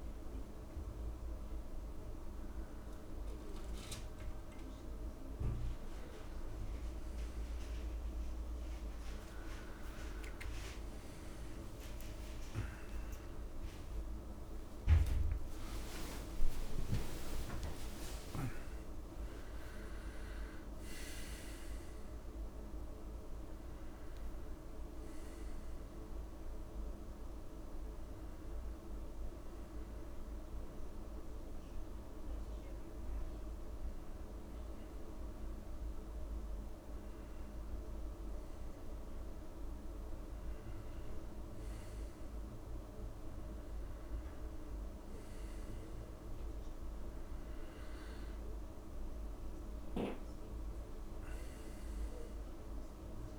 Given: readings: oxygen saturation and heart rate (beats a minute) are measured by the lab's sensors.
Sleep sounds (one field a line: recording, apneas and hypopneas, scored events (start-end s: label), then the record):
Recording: breathing in sleep, hard to hear, by a room microphone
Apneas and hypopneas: 1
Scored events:
11.00-13.00 s: long interval between heartbeats (device-marked)
13.00-15.00 s: long interval between heartbeats (device-marked)
15.00-19.00 s: arousal
16.00-18.00 s: long interval between heartbeats (device-marked)
27.50-39.00 s: hypopnea (oxygen 96% before, 93% lowest)
45.00-53.39 s: new sleep stage, awake
46.00-53.39 s: oxygen desaturation (device-marked, oxygen 96% before, 93% lowest)
From the record:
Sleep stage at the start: N1 (lightest sleep)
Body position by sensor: on the back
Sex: male